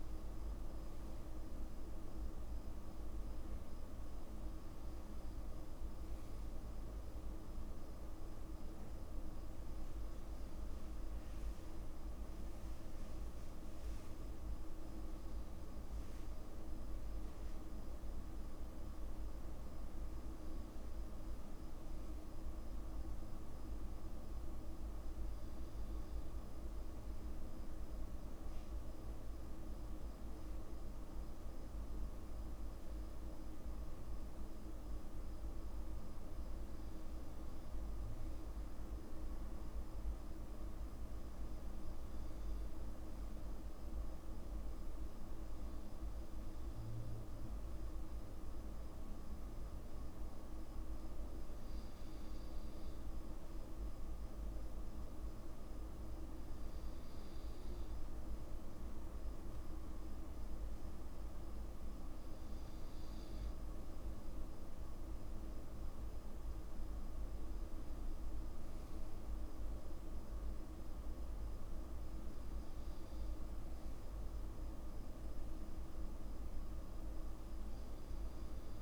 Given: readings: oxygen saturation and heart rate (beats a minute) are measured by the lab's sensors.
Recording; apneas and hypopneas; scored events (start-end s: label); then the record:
breathing in sleep, hard to hear, by a room microphone; none
none scored
From the record:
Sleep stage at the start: N2 (light sleep); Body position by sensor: on the back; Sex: male